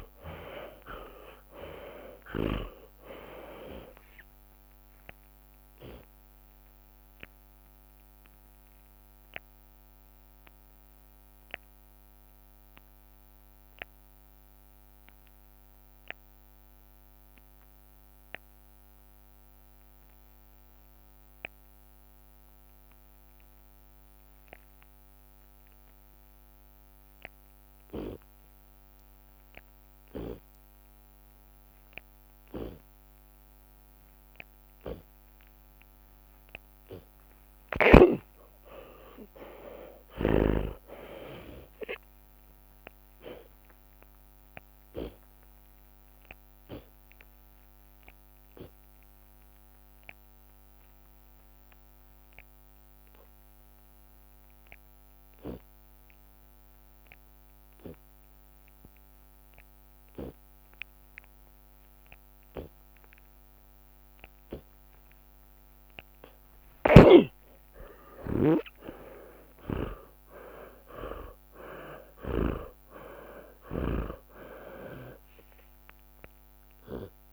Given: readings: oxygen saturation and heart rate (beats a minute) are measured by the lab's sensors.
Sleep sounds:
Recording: breathing in sleep by a microphone on the trachea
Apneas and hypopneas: 2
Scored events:
0.00-1.50 s: drop in pulse transit time (device-marked)
0.00-7.50 s: oxygen desaturation (device-marked, oxygen 92% lowest)
2.50-4.50 s: long interval between heartbeats (device-marked, heart rate 46 before, 80 extreme)
5.50-7.50 s: long interval between heartbeats (device-marked, heart rate 58 before, 77 extreme)
9.00-35.50 s: obstructive apnea (oxygen 97% before, 71% lowest)
21.50-36.50 s: oxygen desaturation (device-marked, oxygen 95% before, 71% lowest, heart rate 57 before, 72 extreme)
25.50-27.50 s: long interval between heartbeats (device-marked, heart rate 51 before, 74 extreme)
28.50-30.50 s: long interval between heartbeats (device-marked, heart rate 50 before, 83 extreme)
30.50-32.50 s: long interval between heartbeats (device-marked, heart rate 51 before, 80 extreme)
33.00-35.00 s: long interval between heartbeats (device-marked, heart rate 52 before, 90 extreme)
35.50-40.50 s: drop in pulse transit time (device-marked, heart rate 61 before, 89 extreme)
37.00-39.00 s: long interval between heartbeats (device-marked, heart rate 65 before, 93 extreme)
38.00-42.00 s: arousal
39.00-41.00 s: long interval between heartbeats (device-marked, heart rate 73 before, 89 extreme)
39.50-50.50 s: tachycardia (device-marked, heart rate 49 before, 158 extreme)
43.00-45.00 s: long interval between heartbeats (device-marked, heart rate 83 before, 105 extreme)
46.00-48.00 s: long interval between heartbeats (device-marked, heart rate 91 before, 141 extreme)
46.50-61.50 s: obstructive apnea (oxygen 97% before, 65% lowest)
49.50-51.50 s: long interval between heartbeats (device-marked, heart rate 105 before, 142 extreme)
51.50-58.50 s: drop in pulse transit time (device-marked, heart rate 111 before, 72 extreme)
54.00-56.00 s: long interval between heartbeats (device-marked, heart rate 114 before, 97 extreme)
57.00-59.00 s: long interval between heartbeats (device-marked, heart rate 114 before, 72 extreme)
59.00-61.00 s: long interval between heartbeats (device-marked, heart rate 112 before, 79 extreme)
61.50-63.50 s: long interval between heartbeats (device-marked, heart rate 110 before, 85 extreme)
64.50-69.00 s: arousal
65.50-72.50 s: oxygen desaturation (device-marked, oxygen 96% before, 89% lowest)
66.50-70.00 s: snoring (device-marked)
68.00-70.00 s: long interval between heartbeats (device-marked, heart rate 99 before, 59 extreme)
70.50-77.33 s: drop in pulse transit time (device-marked)
From the record:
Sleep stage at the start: N2 (light sleep)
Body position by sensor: on the left side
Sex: male

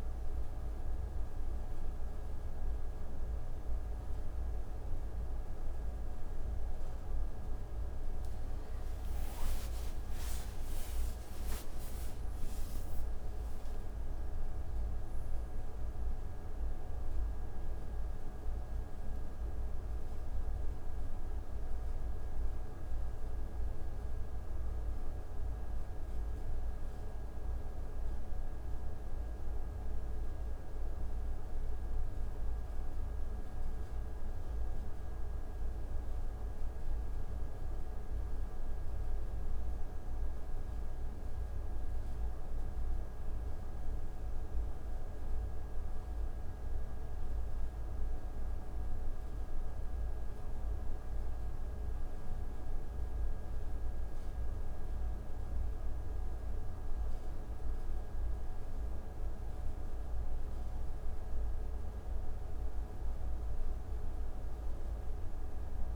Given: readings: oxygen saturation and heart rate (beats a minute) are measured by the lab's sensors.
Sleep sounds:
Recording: a person partly awake in a sleep study, hard to hear, by a room microphone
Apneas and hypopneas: none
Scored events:
25.50-65.95 s: new sleep stage, N1 (lightest sleep)
From the record:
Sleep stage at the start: awake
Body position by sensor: on the right side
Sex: male

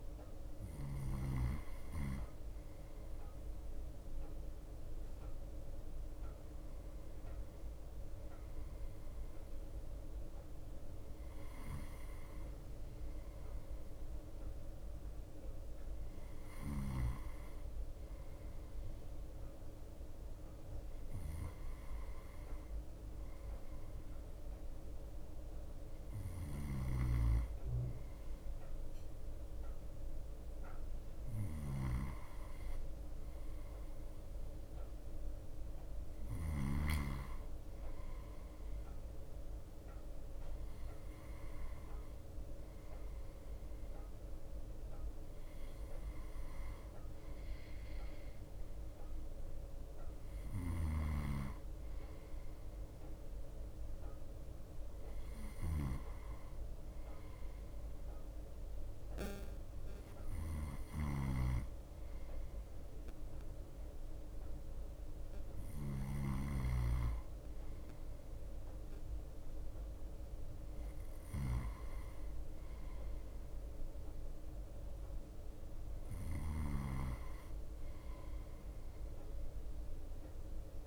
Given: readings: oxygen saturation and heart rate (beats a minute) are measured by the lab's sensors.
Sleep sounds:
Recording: breathing in sleep by a room microphone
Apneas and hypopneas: none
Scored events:
0.00-2.00 s: snoring (device-marked)
0.00-80.87 s: bradycardia (device-marked, heart rate 54 extreme)
27.00-37.00 s: snoring (device-marked)
51.00-80.87 s: snoring (device-marked)
From the record:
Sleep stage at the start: N2 (light sleep)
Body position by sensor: on the right side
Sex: male

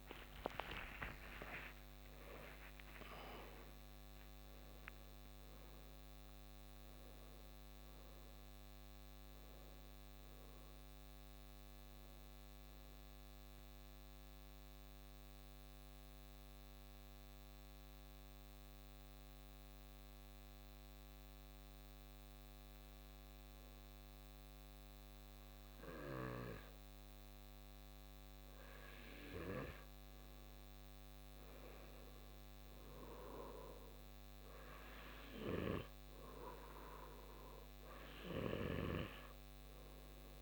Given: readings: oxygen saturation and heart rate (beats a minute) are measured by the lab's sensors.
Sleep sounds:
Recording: breathing in sleep by a microphone on the trachea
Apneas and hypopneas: 1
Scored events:
0.00-3.50 s: arousal
13.50-28.50 s: mixed apnea (oxygen 96% before, 93% lowest, heart rate 64 before, 37 extreme)
30.00-34.50 s: arousal
36.50-40.42 s: oxygen desaturation (device-marked, oxygen 97% before, 93% lowest)
From the record:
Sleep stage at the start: N2 (light sleep)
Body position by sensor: on the back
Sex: male

